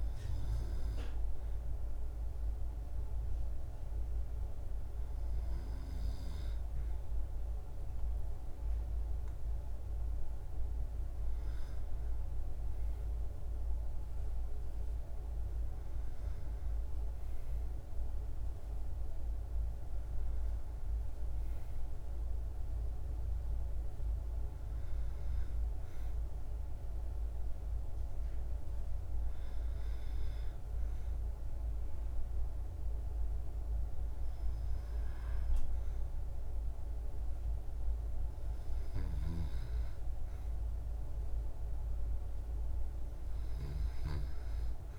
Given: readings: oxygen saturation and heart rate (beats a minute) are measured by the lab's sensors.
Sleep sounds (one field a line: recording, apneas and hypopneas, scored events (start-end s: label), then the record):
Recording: breathing in sleep, hard to hear, by a room microphone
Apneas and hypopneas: 1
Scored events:
27.00-44.99 s: new sleep stage, N2 (light sleep)
28.50-39.00 s: hypopnea (oxygen 97% before, 94% lowest, heart rate 65 before, 60 extreme, up 4 after)
40.50-44.99 s: arousal
From the record:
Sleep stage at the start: N1 (lightest sleep)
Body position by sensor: on the back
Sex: female